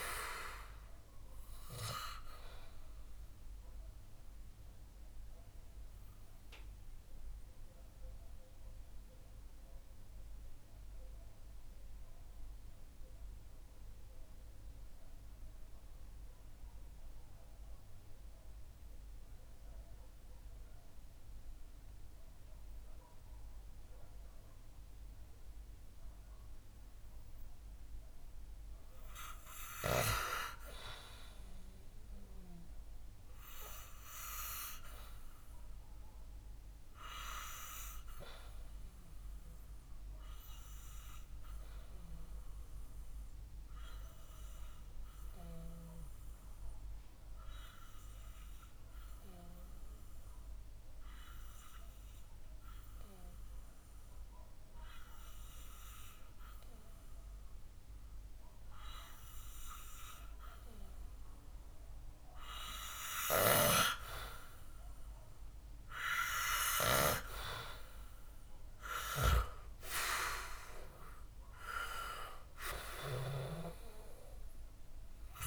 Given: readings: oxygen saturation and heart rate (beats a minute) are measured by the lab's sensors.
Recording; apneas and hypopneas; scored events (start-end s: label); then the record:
breathing in sleep by a room microphone; 2
0.00-19.50 s: oxygen desaturation (device-marked, oxygen 89% lowest, heart rate 58 extreme)
2.50-29.50 s: mixed apnea (oxygen 97% before, 89% lowest, heart rate 68 before, 58 extreme, up 0 after)
31.50-36.00 s: arousal
36.50-53.50 s: oxygen desaturation (device-marked, oxygen 97% before, 92% lowest, heart rate 63 before, 60 extreme)
42.50-62.50 s: obstructive apnea (oxygen 98% before, 91% lowest, heart rate 63 before, 61 extreme, up 7 after)
65.00-69.00 s: arousal
69.50-75.47 s: oxygen desaturation (device-marked, oxygen 95% before, 91% lowest, heart rate 63 before, 62 extreme)
From the record:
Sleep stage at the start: N2 (light sleep); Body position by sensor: on the back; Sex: male